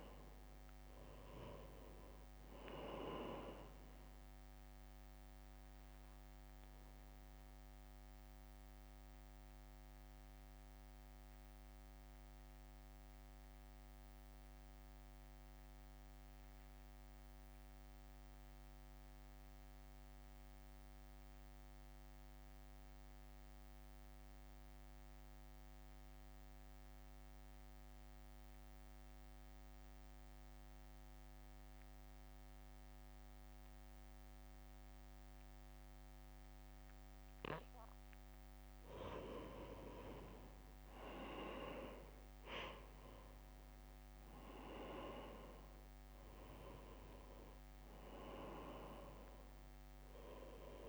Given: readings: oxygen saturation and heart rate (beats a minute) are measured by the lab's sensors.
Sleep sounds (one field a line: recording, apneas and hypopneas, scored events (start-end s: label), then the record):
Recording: breathing in sleep by a microphone on the trachea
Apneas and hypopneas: 1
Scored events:
0.00-10.00 s: drop in pulse transit time (device-marked, heart rate 55 extreme)
0.00-23.00 s: oxygen desaturation (device-marked, oxygen 89% lowest, heart rate 55 extreme)
5.50-37.00 s: mixed apnea (oxygen 98% before, 88% lowest, heart rate 65 before, 53 extreme, up 2 after)
39.00-50.89 s: oxygen desaturation (device-marked, oxygen 97% before, 88% lowest, heart rate 62 before, 53 extreme)
41.50-45.00 s: arousal
46.00-50.89 s: drop in pulse transit time (device-marked, heart rate 62 before, 53 extreme)
From the record:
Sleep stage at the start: N2 (light sleep)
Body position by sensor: on the right side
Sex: male